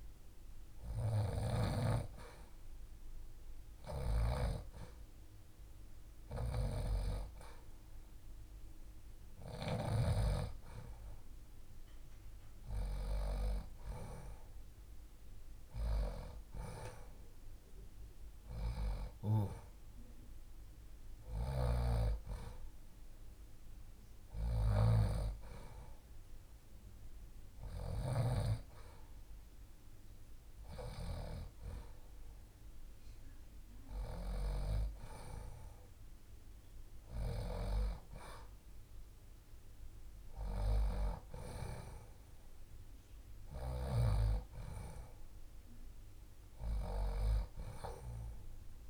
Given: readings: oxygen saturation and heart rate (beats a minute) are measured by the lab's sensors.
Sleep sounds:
breathing in sleep by a room microphone; none
none scored
From the record:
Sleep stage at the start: N2 (light sleep); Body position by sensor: on the left side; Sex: female

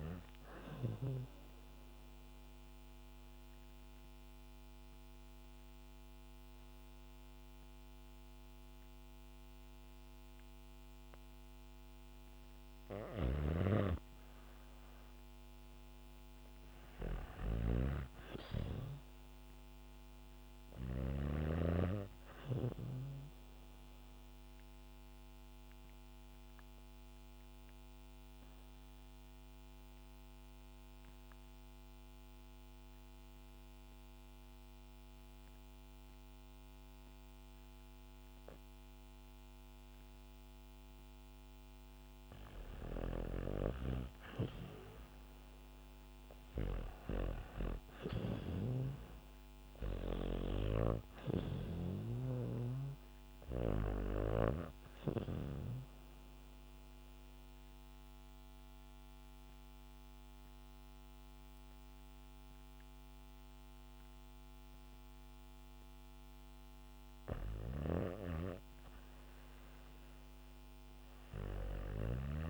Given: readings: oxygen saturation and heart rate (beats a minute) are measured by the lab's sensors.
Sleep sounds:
breathing in sleep by a microphone on the trachea; 3
1.00-12.50 s: mixed apnea (oxygen 99% before, 92% lowest, heart rate 72 before, 59 extreme, up 4 after)
12.00-20.50 s: snoring (device-marked)
15.00-17.50 s: arousal
18.00-36.00 s: oxygen desaturation (device-marked, oxygen 99% before, 94% lowest, heart rate 62 before, 59 extreme)
23.50-41.00 s: obstructive apnea (oxygen 99% before, 92% lowest, heart rate 63 before, 59 extreme, up 4 after)
24.00-26.00 s: bradycardia (device-marked, heart rate 67 before, 63 extreme)
40.00-42.00 s: bradycardia (device-marked, heart rate 67 before, 59 extreme)
42.00-48.00 s: snoring (device-marked)
45.00-49.00 s: arousal
45.00-66.00 s: oxygen desaturation (device-marked, oxygen 98% before, 92% lowest, heart rate 62 before, 64 extreme)
55.50-67.00 s: obstructive apnea (oxygen 98% before, 92% lowest, heart rate 64 before, 64 extreme, up 6 after)
66.50-72.50 s: snoring (device-marked)
70.00-72.50 s: arousal
From the record:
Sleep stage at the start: REM sleep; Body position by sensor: on the back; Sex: female

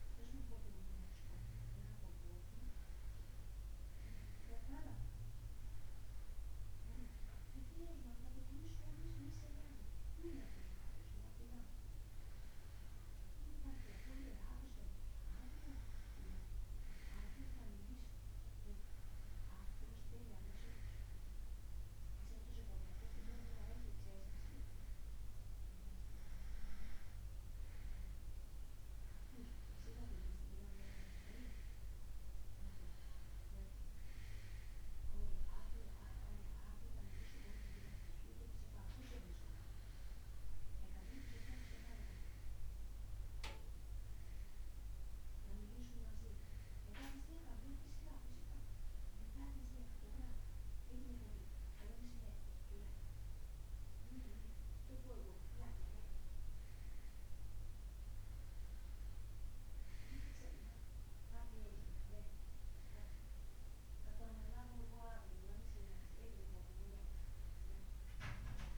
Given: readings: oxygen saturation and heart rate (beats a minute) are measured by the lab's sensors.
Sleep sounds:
breathing in sleep by a room microphone; none
none scored
From the record:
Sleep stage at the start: N2 (light sleep); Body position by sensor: on the right side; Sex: male

